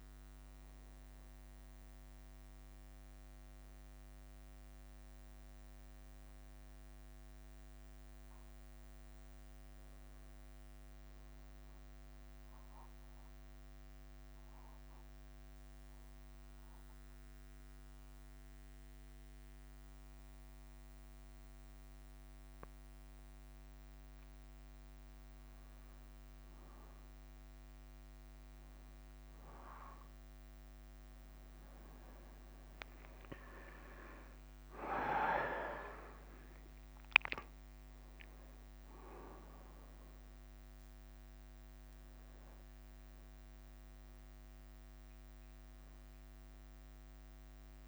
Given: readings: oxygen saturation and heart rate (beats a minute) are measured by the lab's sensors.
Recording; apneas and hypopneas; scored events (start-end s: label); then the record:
breathing in sleep by a microphone on the trachea; 1
0.50-16.50 s: bradycardia (device-marked, heart rate 61 before, 49 extreme)
12.50-27.00 s: mixed apnea (oxygen 100% before, 88% lowest, heart rate 57 before, 50 extreme, up 5 after)
20.50-22.50 s: long interval between heartbeats (device-marked, heart rate 56 before, 61 extreme)
21.50-32.50 s: bradycardia (device-marked, heart rate 61 before, 52 extreme)
23.50-47.88 s: oxygen desaturation (device-marked, oxygen 98% before, 88% lowest, heart rate 56 before, 50 extreme)
33.50-38.00 s: arousal
44.50-47.88 s: bradycardia (device-marked, heart rate 61 before, 50 extreme)
From the record:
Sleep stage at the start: N2 (light sleep); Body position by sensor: on the back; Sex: male